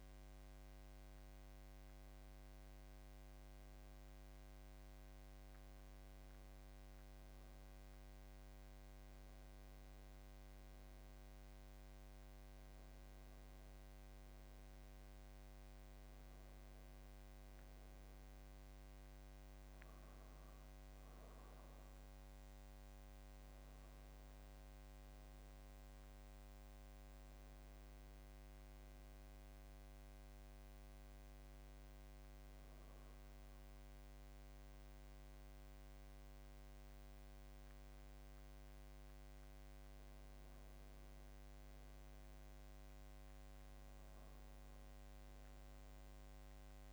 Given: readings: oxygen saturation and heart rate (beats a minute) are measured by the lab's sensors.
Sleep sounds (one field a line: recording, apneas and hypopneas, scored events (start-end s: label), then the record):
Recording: breathing in sleep, hard to hear, by a microphone on the trachea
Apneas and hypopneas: none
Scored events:
19.00-46.93 s: new sleep stage, N2 (light sleep)
From the record:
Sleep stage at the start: N1 (lightest sleep)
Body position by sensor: on the back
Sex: male